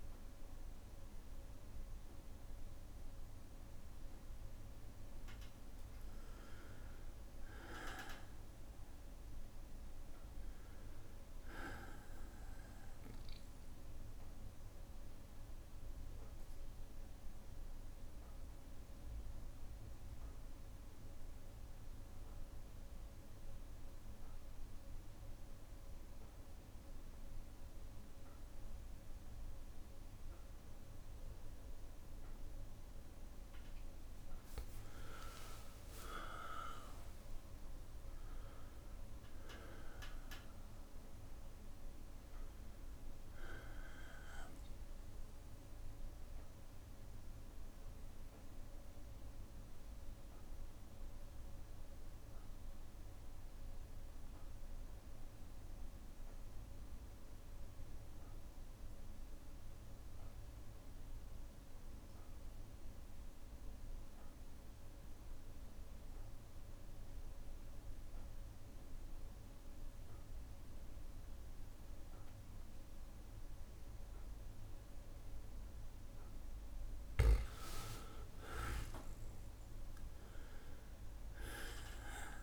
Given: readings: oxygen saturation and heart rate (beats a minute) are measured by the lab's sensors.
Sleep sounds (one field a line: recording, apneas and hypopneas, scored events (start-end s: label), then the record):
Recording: breathing in sleep by a room microphone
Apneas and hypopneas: 1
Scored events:
3.00-82.43 s: new sleep stage, N2 (light sleep)
16.00-28.00 s: bradycardia (device-marked, heart rate 62 before, 58 extreme)
35.00-39.50 s: arousal
35.50-37.50 s: long interval between heartbeats (device-marked, heart rate 59 before, 74 extreme)
47.00-64.00 s: bradycardia (device-marked, heart rate 62 before, 58 extreme)
47.50-74.00 s: obstructive apnea (oxygen 98% before, 92% lowest, heart rate 68 before, 58 extreme, up 4 after)
73.00-82.43 s: oxygen desaturation (device-marked, oxygen 99% before, 92% lowest, heart rate 59 before, 58 extreme)
77.00-82.43 s: arousal
From the record:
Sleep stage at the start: N1 (lightest sleep)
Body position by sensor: on the back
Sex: male